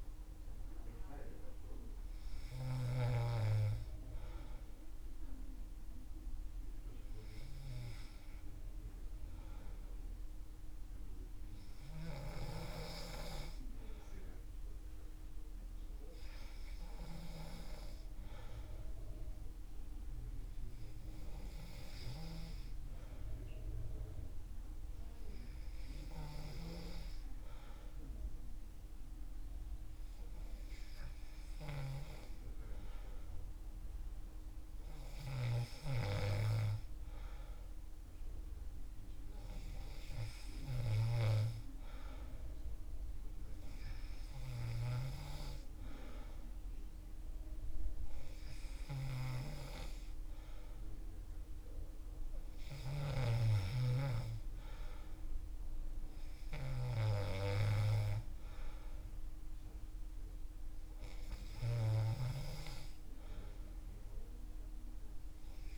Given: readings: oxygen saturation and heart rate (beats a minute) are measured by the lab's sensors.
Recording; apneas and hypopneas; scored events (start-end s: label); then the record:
breathing in sleep by a room microphone; none
none scored
From the record:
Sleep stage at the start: N2 (light sleep); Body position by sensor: on the back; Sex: male